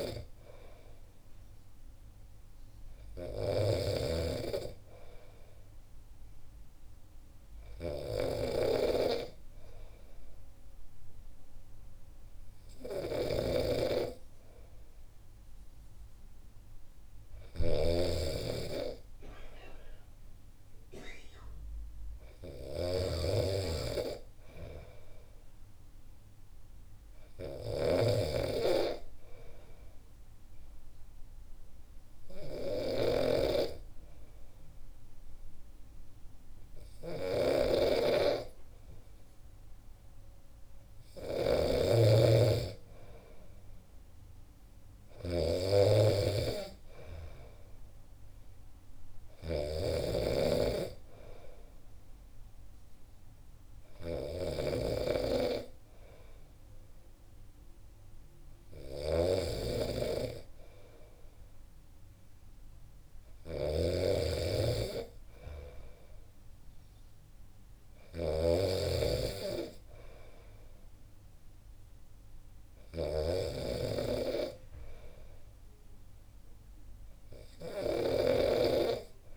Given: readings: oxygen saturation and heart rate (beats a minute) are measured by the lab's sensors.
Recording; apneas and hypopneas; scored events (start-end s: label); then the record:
breathing in sleep by a room microphone; 1
0.00-4.00 s: snoring (device-marked)
13.00-73.50 s: snoring (device-marked)
27.00-39.50 s: hypopnea (oxygen 97% before, 93% lowest, heart rate 63 before, 63 extreme, up 1 after)
41.50-45.00 s: arousal
From the record:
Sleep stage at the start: N2 (light sleep); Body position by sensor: on the back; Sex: male